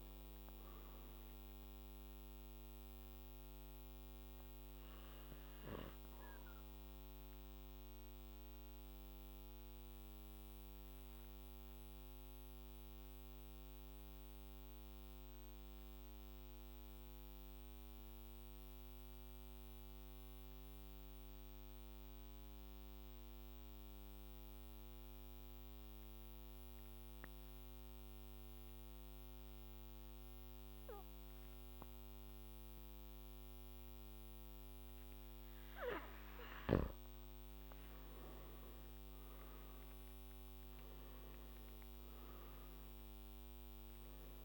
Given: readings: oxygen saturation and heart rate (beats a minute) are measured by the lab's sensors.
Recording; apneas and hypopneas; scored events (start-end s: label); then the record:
breathing in sleep, hard to hear, by a microphone on the trachea; 1
1.50-20.50 s: oxygen desaturation (device-marked, oxygen 99% before, 91% lowest, heart rate 59 before, 54 extreme)
3.50-36.00 s: obstructive apnea (oxygen 99% before, 90% lowest, heart rate 59 before, 53 extreme, up 5 after)
37.50-42.50 s: arousal
39.50-44.45 s: oxygen desaturation (device-marked, oxygen 98% before, 90% lowest, heart rate 57 before, 53 extreme)
From the record:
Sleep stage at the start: N2 (light sleep); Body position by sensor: on the back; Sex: male